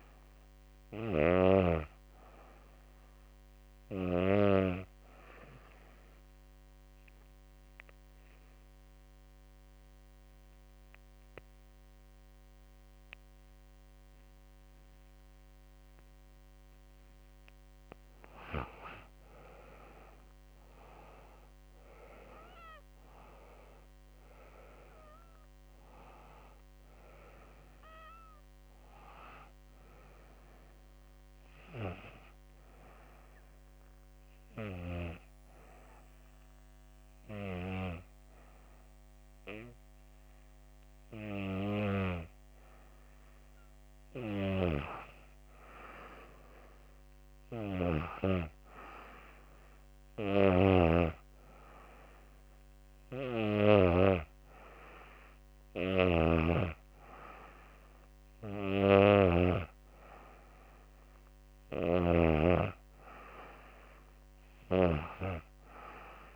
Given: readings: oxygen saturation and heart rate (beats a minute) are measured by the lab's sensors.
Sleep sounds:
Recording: breathing in sleep by a microphone on the trachea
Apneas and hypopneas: 2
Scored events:
3.50-15.00 s: obstructive apnea (oxygen 96% before, 89% lowest, heart rate 76 before, 68 extreme, up 12 after)
14.50-38.50 s: oxygen desaturation (device-marked, oxygen 95% before, 89% lowest, heart rate 73 before, 75 extreme)
17.50-22.00 s: arousal
33.00-43.50 s: obstructive apnea (oxygen 95% before, 89% lowest, heart rate 76 before, 75 extreme, up 3 after)
46.00-49.00 s: arousal
54.50-66.36 s: snoring (device-marked)
From the record:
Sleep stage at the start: N2 (light sleep)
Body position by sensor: on the back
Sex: female

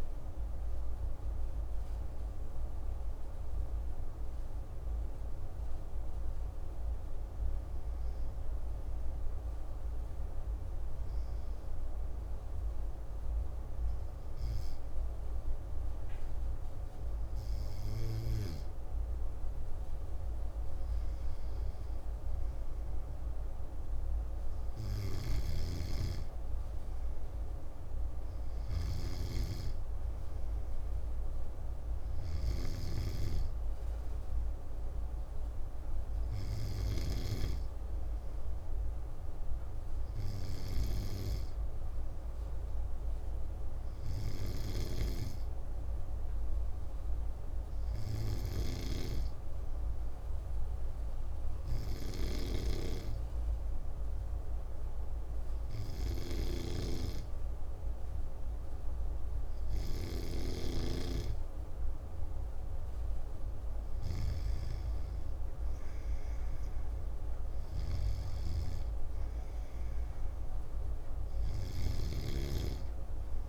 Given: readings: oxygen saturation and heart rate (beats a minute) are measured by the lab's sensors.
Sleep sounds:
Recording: breathing in sleep by a room microphone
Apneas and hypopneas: 2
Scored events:
5.50-18.00 s: hypopnea (oxygen 96% before, 94% lowest)
20.00-24.00 s: arousal
25.00-29.00 s: snoring (device-marked)
44.00-60.50 s: hypopnea (oxygen 97% before, 94% lowest)
60.00-64.00 s: snoring (device-marked)
71.50-73.49 s: snoring (device-marked)
From the record:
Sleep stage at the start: N2 (light sleep)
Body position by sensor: on the back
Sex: male

